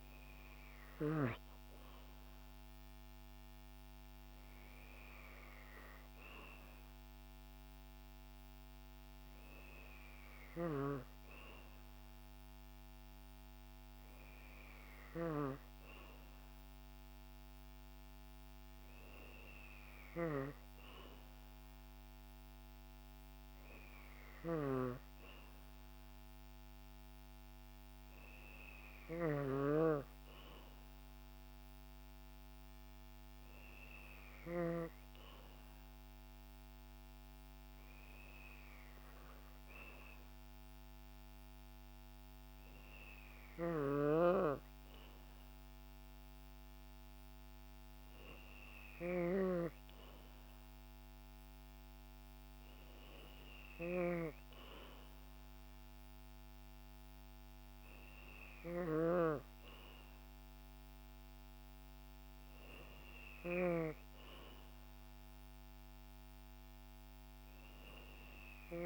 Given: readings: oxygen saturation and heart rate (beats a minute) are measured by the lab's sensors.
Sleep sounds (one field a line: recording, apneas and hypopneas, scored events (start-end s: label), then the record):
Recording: breathing in sleep by a microphone on the trachea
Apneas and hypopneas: none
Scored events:
none scored
From the record:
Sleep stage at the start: N2 (light sleep)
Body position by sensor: on the back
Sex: female